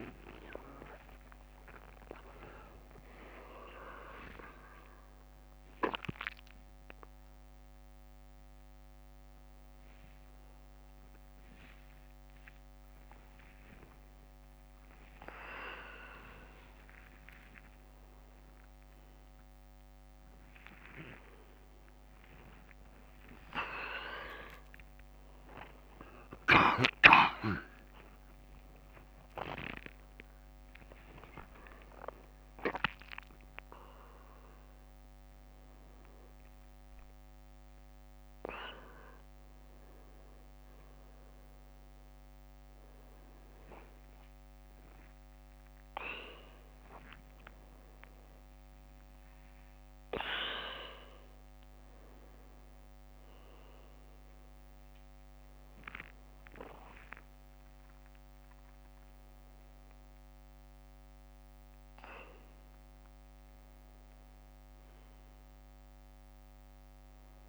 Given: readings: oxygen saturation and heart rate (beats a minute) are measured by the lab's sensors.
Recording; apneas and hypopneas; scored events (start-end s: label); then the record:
a person awake in a sleep study, by a microphone on the trachea; none
5.50-17.50 s: oxygen desaturation (device-marked, oxygen 97% before, 93% lowest, heart rate 101 before, 76 extreme)
From the record:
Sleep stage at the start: awake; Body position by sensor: upright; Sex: male